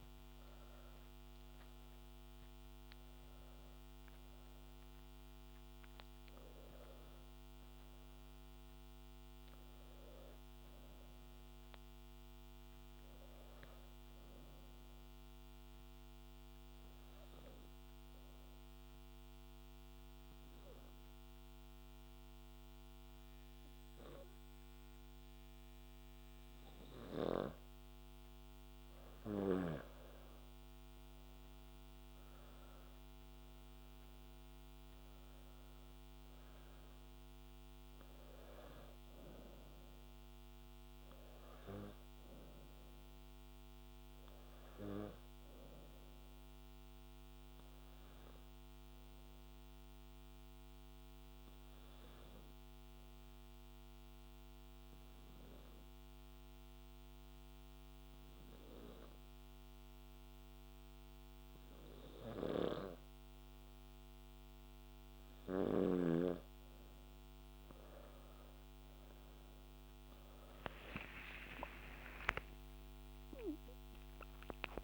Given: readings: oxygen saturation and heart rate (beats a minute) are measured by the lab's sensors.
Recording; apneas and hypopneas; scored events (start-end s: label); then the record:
breathing in sleep by a microphone on the trachea; 2
0.00-13.50 s: oxygen desaturation (device-marked, oxygen 92% lowest, heart rate 57 extreme)
14.50-28.50 s: obstructive apnea (oxygen 95% before, 92% lowest, heart rate 75 before, 56 extreme, up 17 after)
31.00-34.50 s: arousal
36.50-48.50 s: oxygen desaturation (device-marked, oxygen 98% before, 93% lowest, heart rate 65 before, 56 extreme)
47.50-64.50 s: obstructive apnea (oxygen 98% before, 92% lowest, heart rate 66 before, 57 extreme, up 11 after)
70.50-74.84 s: arousal
70.50-74.84 s: oxygen desaturation (device-marked, oxygen 97% before, 92% lowest, heart rate 62 before, 61 extreme)
From the record:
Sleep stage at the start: N2 (light sleep); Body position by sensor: on the back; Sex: male